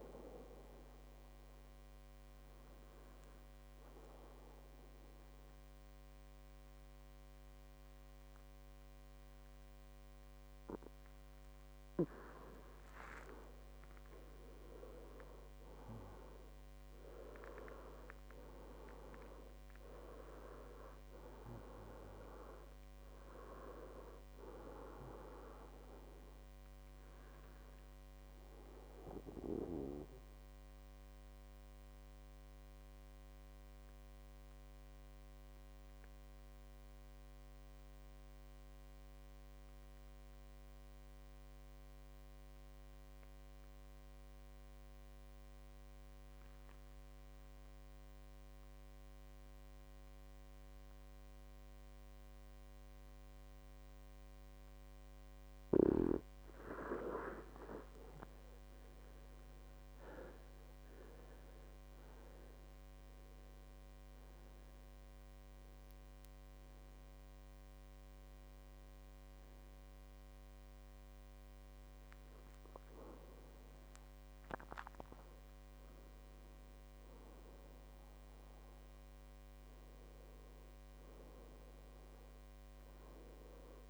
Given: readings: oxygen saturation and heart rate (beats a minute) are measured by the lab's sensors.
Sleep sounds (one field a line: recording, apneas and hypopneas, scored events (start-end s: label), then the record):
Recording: breathing in sleep by a microphone on the trachea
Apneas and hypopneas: 2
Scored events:
0.50-13.00 s: central apnea (oxygen 98% before, 91% lowest, heart rate 74 before, 62 extreme, up 17 after)
11.00-83.90 s: new sleep stage, N2 (light sleep)
15.00-21.00 s: arousal
19.00-29.00 s: oxygen desaturation (device-marked, oxygen 98% before, 95% lowest, heart rate 67 before, 60 extreme)
29.00-55.50 s: obstructive apnea (oxygen 99% before, 91% lowest, heart rate 72 before, 60 extreme, up 20 after)
53.00-83.90 s: oxygen desaturation (device-marked, oxygen 98% before, 91% lowest, heart rate 62 before, 63 extreme)
58.00-62.00 s: arousal
From the record:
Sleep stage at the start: N1 (lightest sleep)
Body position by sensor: on the back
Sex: male